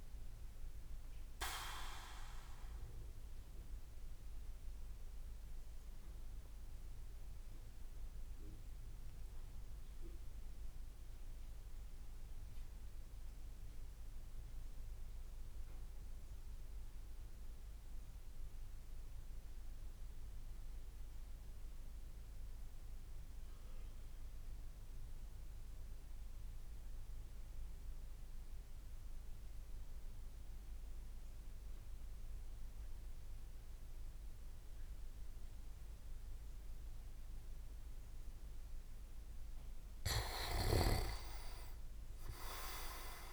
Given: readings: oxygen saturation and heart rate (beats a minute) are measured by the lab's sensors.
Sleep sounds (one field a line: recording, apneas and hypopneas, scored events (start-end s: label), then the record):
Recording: breathing in sleep by a room microphone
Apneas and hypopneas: 1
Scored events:
1.50-38.50 s: mixed apnea (oxygen 97% before, 93% lowest)
35.00-43.33 s: oxygen desaturation (device-marked, oxygen 99% before, 93% lowest)
37.00-43.33 s: tachycardia (device-marked)
40.00-43.33 s: arousal
From the record:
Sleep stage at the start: N2 (light sleep)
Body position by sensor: on the back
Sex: male